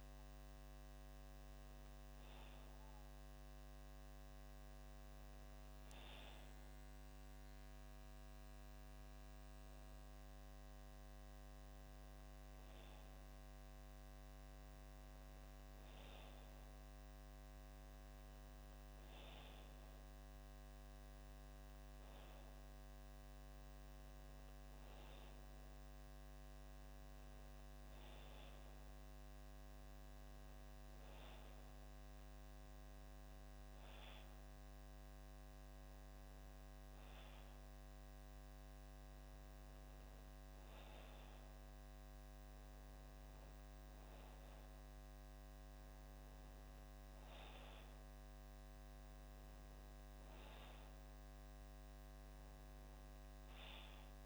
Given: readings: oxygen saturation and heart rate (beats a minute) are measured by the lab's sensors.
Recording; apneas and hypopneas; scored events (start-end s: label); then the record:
breathing in sleep, hard to hear, by a microphone on the trachea; none
none scored
From the record:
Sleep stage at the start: N2 (light sleep); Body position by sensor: on the back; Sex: male